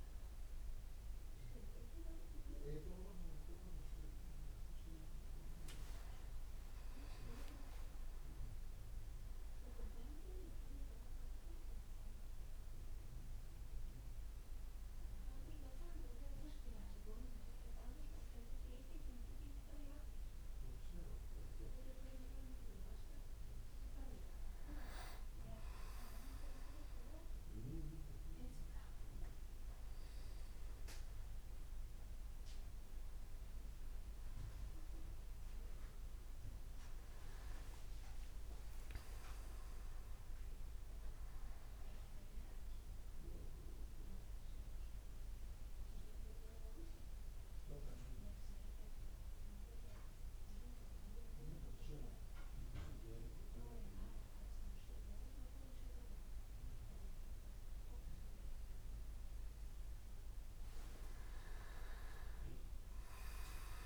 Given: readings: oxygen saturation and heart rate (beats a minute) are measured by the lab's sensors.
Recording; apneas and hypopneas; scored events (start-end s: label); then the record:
breathing in sleep by a room microphone; 2
4.50-8.00 s: leg movement (device-marked)
9.00-22.50 s: hypopnea (oxygen 98% before, 95% lowest)
25.50-30.00 s: arousal
36.00-40.00 s: leg movement (device-marked)
43.50-57.00 s: obstructive apnea (oxygen 99% before, 97% lowest)
58.50-62.50 s: arousal
60.00-62.00 s: leg movement (device-marked)
From the record:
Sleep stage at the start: N2 (light sleep); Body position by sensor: on the back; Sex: male